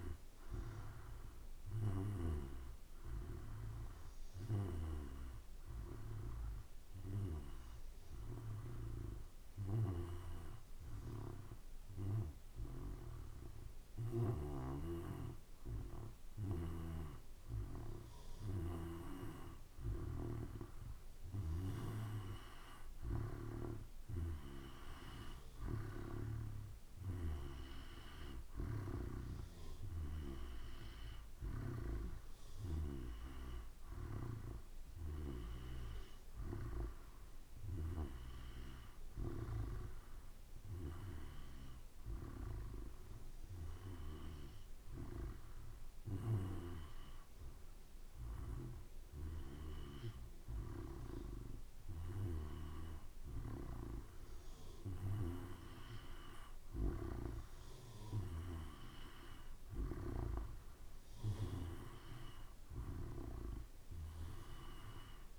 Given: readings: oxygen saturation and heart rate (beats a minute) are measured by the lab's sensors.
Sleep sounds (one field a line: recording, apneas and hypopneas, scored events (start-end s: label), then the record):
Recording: breathing in sleep by a room microphone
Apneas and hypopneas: 1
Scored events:
6.50-18.00 s: hypopnea (oxygen 95% before, 91% lowest, heart rate 56 before, 54 extreme, up 2 after)
20.50-24.50 s: arousal
26.50-41.50 s: oxygen desaturation (device-marked, oxygen 95% before, 91% lowest, heart rate 55 before, 55 extreme)
From the record:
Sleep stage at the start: N2 (light sleep)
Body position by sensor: on the back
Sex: male